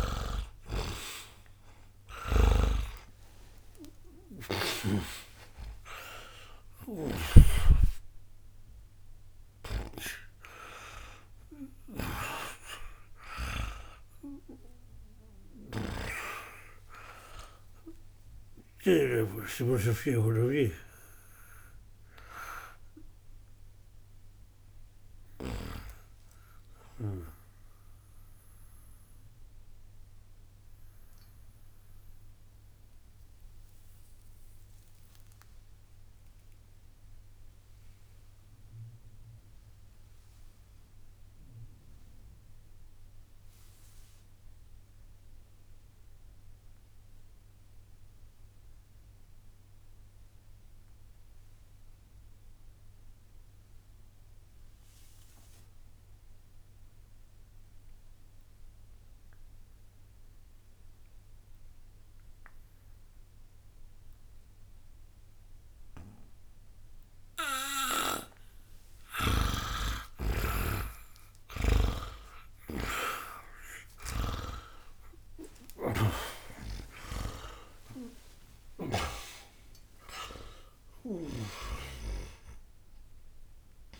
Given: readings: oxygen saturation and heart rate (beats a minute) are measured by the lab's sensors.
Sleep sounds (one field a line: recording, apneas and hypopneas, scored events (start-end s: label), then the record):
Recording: a person partly awake in a sleep study, by a room microphone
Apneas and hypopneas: 1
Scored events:
0.00-44.00 s: oxygen desaturation (device-marked, oxygen 74% lowest)
11.00-18.00 s: bradycardia (device-marked)
27.50-68.50 s: mixed apnea (oxygen 91% before, 74% lowest, heart rate 84 before, 60 extreme)
28.00-84.00 s: new sleep stage, N2 (light sleep)
64.00-84.00 s: oxygen desaturation (device-marked, oxygen 98% before, 75% lowest, heart rate 60 before, 60 extreme)
71.00-76.50 s: arousal
From the record:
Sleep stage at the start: awake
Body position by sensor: on the back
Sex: male